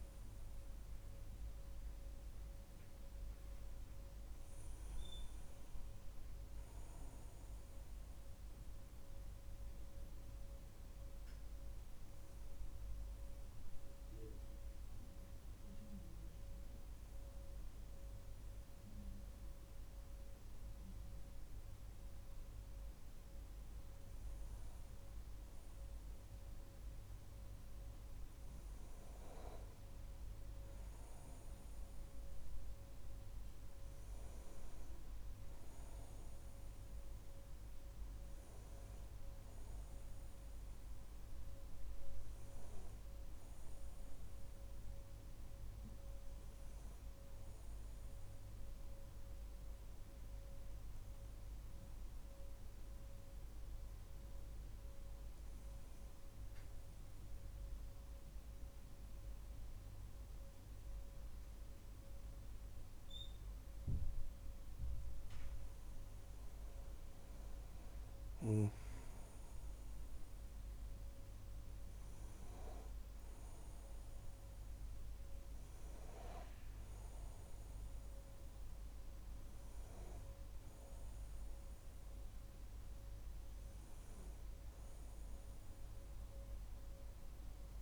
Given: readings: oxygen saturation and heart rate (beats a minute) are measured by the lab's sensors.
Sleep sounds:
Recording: breathing in sleep, hard to hear, by a room microphone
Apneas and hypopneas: 2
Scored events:
9.50-22.50 s: hypopnea (oxygen 99% before, 96% lowest, heart rate 57 before, 39 extreme, up 2 after)
24.50-28.00 s: arousal
56.00-68.00 s: central apnea (oxygen 98% before, 96% lowest, heart rate 53 before, 46 extreme, up 2 after)
70.00-74.00 s: arousal
From the record:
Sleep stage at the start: N1 (lightest sleep)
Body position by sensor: on the back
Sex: male

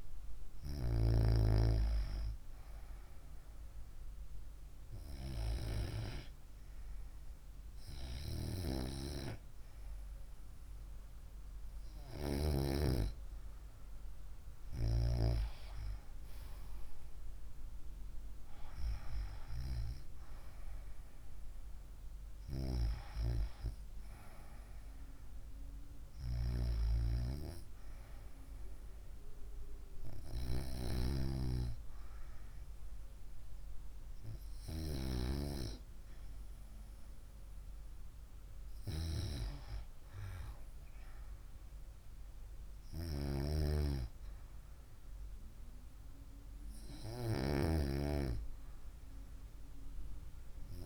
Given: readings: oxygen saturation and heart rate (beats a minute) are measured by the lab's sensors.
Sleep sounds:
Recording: breathing in sleep by a room microphone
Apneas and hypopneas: none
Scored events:
none scored
From the record:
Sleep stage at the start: REM sleep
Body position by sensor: on the right side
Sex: female

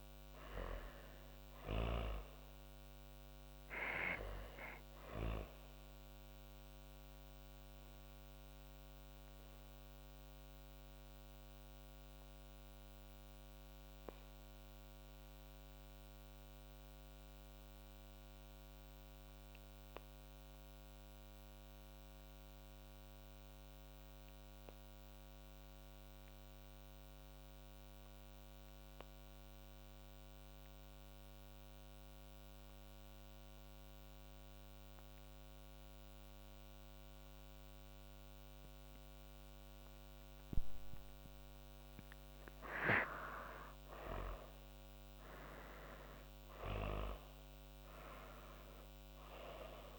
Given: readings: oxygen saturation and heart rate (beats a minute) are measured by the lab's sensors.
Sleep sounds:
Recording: breathing in sleep by a microphone on the trachea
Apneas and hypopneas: 1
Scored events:
0.00-21.50 s: oxygen desaturation (device-marked, oxygen 83% lowest)
5.00-39.50 s: obstructive apnea (oxygen 97% before, 82% lowest)
38.50-49.98 s: oxygen desaturation (device-marked, oxygen 98% before, 82% lowest)
41.50-46.00 s: arousal
From the record:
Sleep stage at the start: N2 (light sleep)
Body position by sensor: on the back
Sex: female

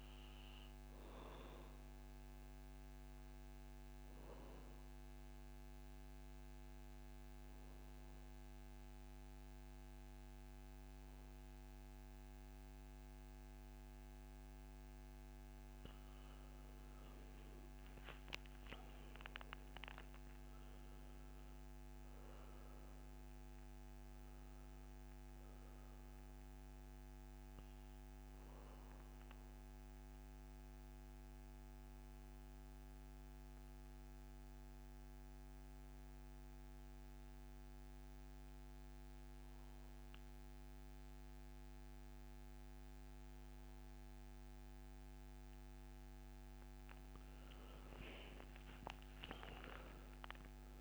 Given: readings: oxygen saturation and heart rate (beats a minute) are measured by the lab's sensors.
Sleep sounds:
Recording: breathing in sleep, hard to hear, by a microphone on the trachea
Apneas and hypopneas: 2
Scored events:
0.00-11.50 s: oxygen desaturation (device-marked, oxygen 90% lowest, heart rate 63 extreme)
2.50-14.50 s: obstructive apnea (oxygen 98% before, 84% lowest, heart rate 69 before, 64 extreme, up 12 after)
16.50-21.00 s: arousal
26.50-35.50 s: oxygen desaturation (device-marked, oxygen 96% before, 88% lowest, heart rate 69 before, 63 extreme)
28.50-44.50 s: obstructive apnea (oxygen 96% before, 83% lowest, heart rate 70 before, 63 extreme, up 14 after)
47.00-50.50 s: arousal
48.50-50.81 s: oxygen desaturation (device-marked, oxygen 97% before, 84% lowest, heart rate 66 before, 59 extreme)
From the record:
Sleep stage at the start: N2 (light sleep)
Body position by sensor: on the back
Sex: male

